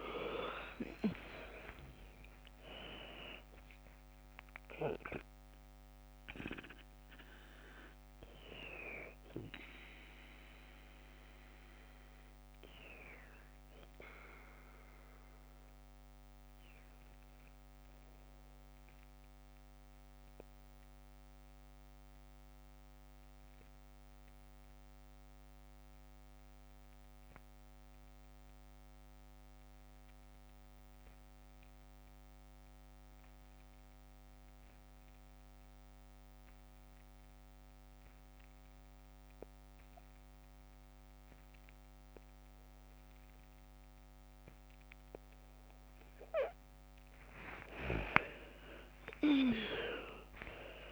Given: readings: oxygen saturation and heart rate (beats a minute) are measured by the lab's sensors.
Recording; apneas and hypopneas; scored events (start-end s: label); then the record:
breathing in sleep by a microphone on the trachea; 1
19.00-45.50 s: obstructive apnea (oxygen 94% before, 88% lowest, heart rate 54 before, 46 extreme, up 10 after)
40.00-50.92 s: oxygen desaturation (device-marked, oxygen 100% before, 88% lowest, heart rate 48 before, 45 extreme)
48.00-50.92 s: arousal
From the record:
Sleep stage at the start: N2 (light sleep); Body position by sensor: on the left side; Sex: female